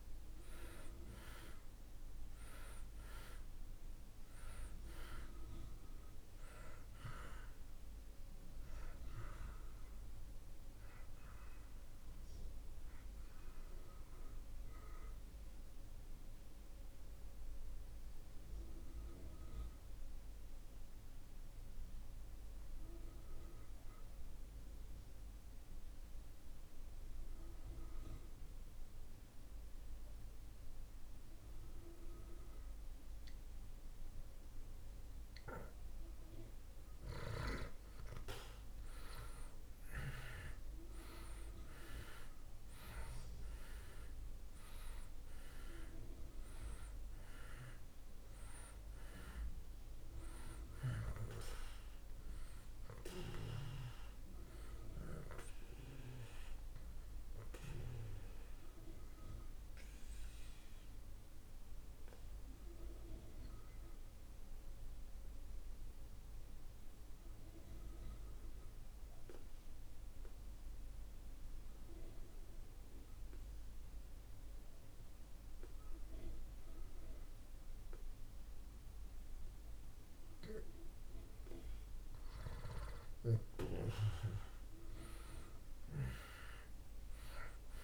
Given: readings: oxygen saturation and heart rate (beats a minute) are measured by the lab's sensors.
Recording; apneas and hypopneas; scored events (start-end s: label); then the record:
breathing in sleep by a room microphone; 2
0.00-29.00 s: oxygen desaturation (device-marked, oxygen 75% lowest)
14.00-35.00 s: obstructive apnea (oxygen 96% before, 74% lowest)
38.00-43.00 s: arousal
42.00-75.00 s: oxygen desaturation (device-marked, oxygen 97% before, 74% lowest)
65.00-81.00 s: obstructive apnea (oxygen 96% before, 74% lowest)
83.00-87.84 s: arousal
86.00-87.84 s: oxygen desaturation (device-marked, oxygen 97% before, 78% lowest)
From the record:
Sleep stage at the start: N2 (light sleep); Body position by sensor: on the back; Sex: male